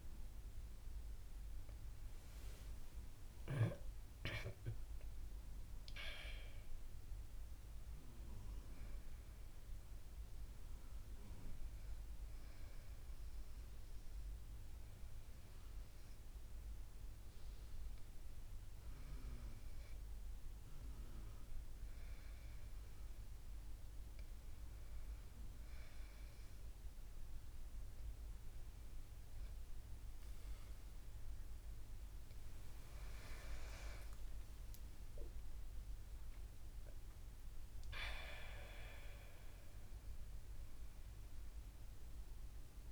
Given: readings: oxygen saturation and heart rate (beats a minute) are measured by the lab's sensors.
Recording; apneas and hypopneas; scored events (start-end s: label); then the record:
breathing in sleep by a room microphone; none
32.50-42.92 s: new sleep stage, awake
From the record:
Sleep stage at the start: N1 (lightest sleep); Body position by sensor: on the back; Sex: female